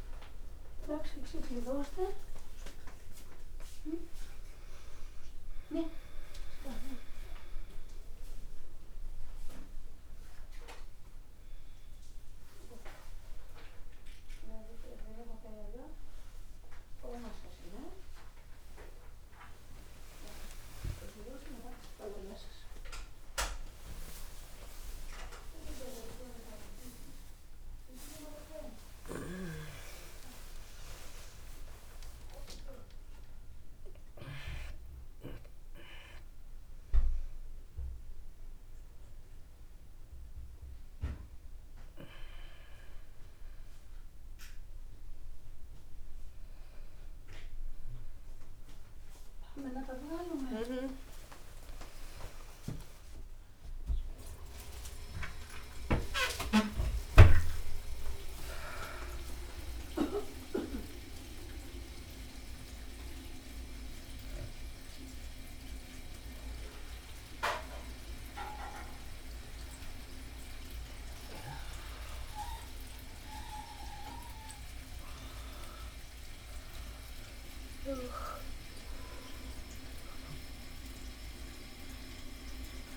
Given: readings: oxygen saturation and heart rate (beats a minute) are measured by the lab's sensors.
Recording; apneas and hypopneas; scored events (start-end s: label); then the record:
a person awake in a sleep study, by a room microphone; none
0.00-3.50 s: oxygen desaturation (device-marked, oxygen 94% lowest, heart rate 66 extreme)
9.50-82.97 s: new sleep stage, awake
39.50-43.50 s: bradycardia (device-marked, heart rate 72 before, 59 extreme)
From the record:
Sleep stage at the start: N2 (light sleep); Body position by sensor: on the back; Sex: female